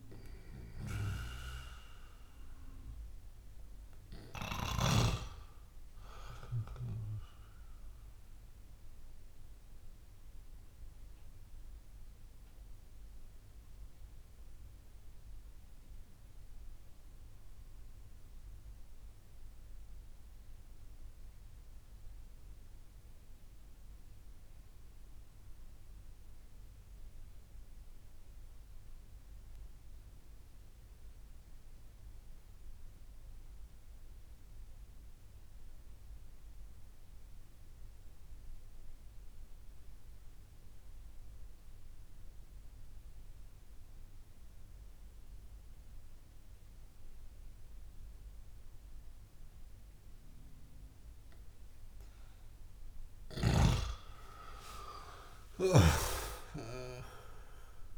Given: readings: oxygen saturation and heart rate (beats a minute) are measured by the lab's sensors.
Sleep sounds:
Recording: breathing in sleep by a room microphone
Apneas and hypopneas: 1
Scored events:
4.00-18.00 s: oxygen desaturation (device-marked, oxygen 94% before, 91% lowest)
7.50-53.00 s: obstructive apnea (oxygen 96% before, 89% lowest)
39.00-57.98 s: oxygen desaturation (device-marked, oxygen 98% before, 90% lowest)
54.00-57.98 s: arousal
From the record:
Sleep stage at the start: N2 (light sleep)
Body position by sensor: on the back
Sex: male

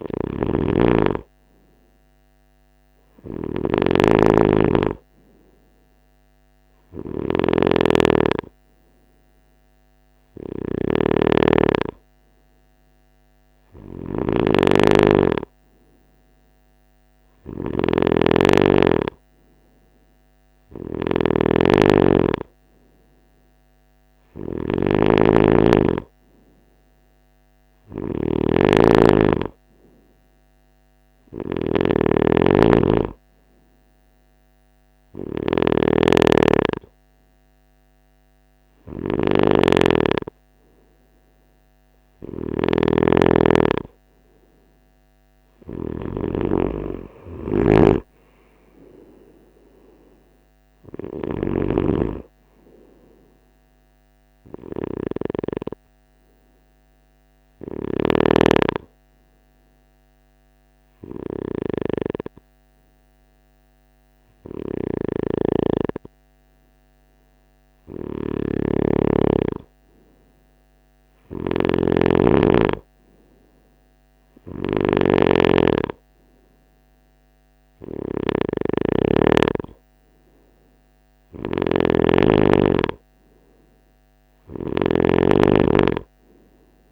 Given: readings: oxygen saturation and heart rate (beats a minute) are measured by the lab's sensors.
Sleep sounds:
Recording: breathing in sleep by a microphone on the trachea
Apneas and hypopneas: 1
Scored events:
0.00-51.00 s: snoring (device-marked)
54.50-66.50 s: hypopnea (oxygen 94% before, 93% lowest, heart rate 70 before, 63 extreme, up 4 after)
64.50-86.91 s: snoring (device-marked)
68.50-72.00 s: arousal
From the record:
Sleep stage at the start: N3 (deep sleep)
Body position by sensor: on the right side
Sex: male

